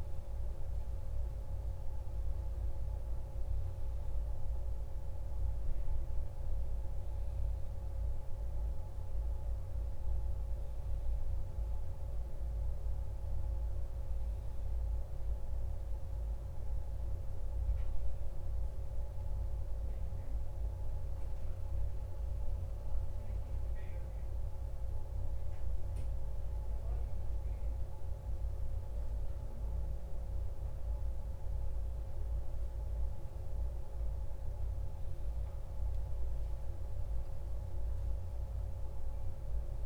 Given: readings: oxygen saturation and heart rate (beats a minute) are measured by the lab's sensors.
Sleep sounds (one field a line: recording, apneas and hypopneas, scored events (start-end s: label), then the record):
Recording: breathing in sleep, hard to hear, by a room microphone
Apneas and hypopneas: none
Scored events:
none scored
From the record:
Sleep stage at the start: N1 (lightest sleep)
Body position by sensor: on the back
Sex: male